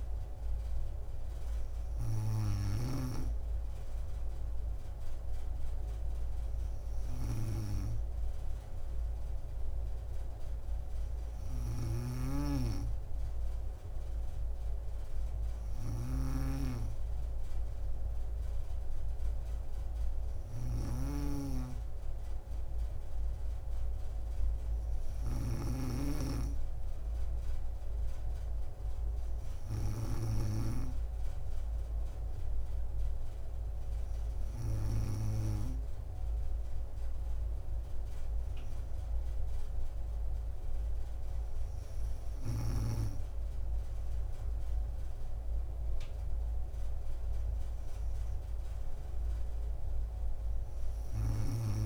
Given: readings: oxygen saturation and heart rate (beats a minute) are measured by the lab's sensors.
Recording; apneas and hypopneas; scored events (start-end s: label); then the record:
breathing in sleep by a room microphone; none
11.50-25.50 s: snoring (device-marked)
41.50-51.86 s: drop in pulse transit time (device-marked, heart rate 59 before, 57 extreme)
From the record:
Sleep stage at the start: N2 (light sleep); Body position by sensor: on the back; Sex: female